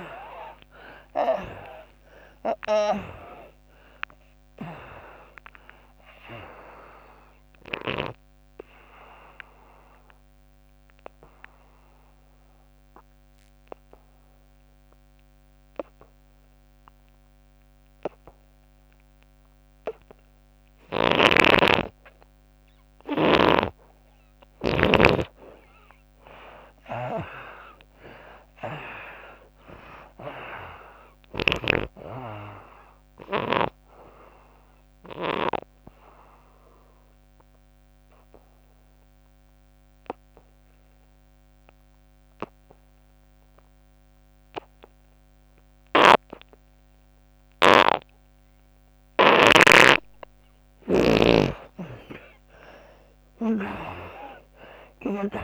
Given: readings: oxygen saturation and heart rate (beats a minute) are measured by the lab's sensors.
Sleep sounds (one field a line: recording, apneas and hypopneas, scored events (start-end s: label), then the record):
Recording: breathing in sleep by a microphone on the trachea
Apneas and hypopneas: 2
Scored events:
0.00-1.00 s: arousal
0.00-23.00 s: oxygen desaturation (device-marked, oxygen 96% before, 75% lowest, heart rate 71 before, 69 extreme)
4.00-8.00 s: snoring (device-marked)
7.00-23.00 s: obstructive apnea (oxygen 97% before, 75% lowest, heart rate 82 before, 69 extreme, up 18 after)
23.00-31.50 s: snoring (device-marked)
25.00-42.00 s: oxygen desaturation (device-marked, oxygen 99% before, 83% lowest, heart rate 88 before, 68 extreme)
26.00-29.00 s: arousal
33.50-50.00 s: obstructive apnea (oxygen 99% before, 76% lowest, heart rate 78 before, 66 extreme, up 41 after)
45.50-49.50 s: snoring (device-marked)
51.50-55.44 s: snoring (device-marked)
52.50-55.44 s: arousal
53.00-55.44 s: oxygen desaturation (device-marked, oxygen 96% before, 76% lowest, heart rate 81 before, 66 extreme)
From the record:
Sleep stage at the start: N2 (light sleep)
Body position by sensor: on the back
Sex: female